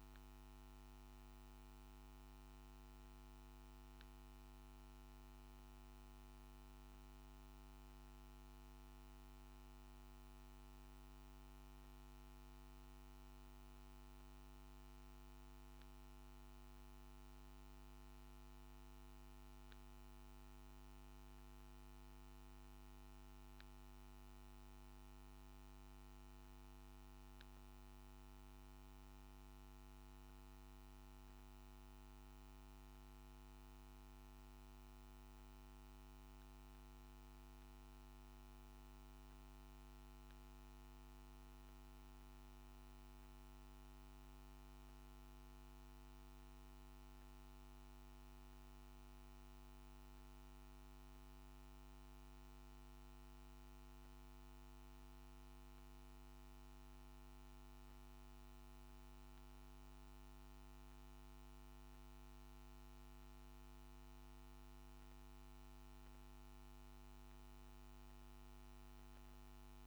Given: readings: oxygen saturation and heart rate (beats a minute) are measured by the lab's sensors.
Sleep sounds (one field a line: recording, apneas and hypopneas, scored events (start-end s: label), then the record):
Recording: breathing in sleep, hard to hear, by a microphone on the trachea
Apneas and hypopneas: none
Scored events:
none scored
From the record:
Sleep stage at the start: N2 (light sleep)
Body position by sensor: on the back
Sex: male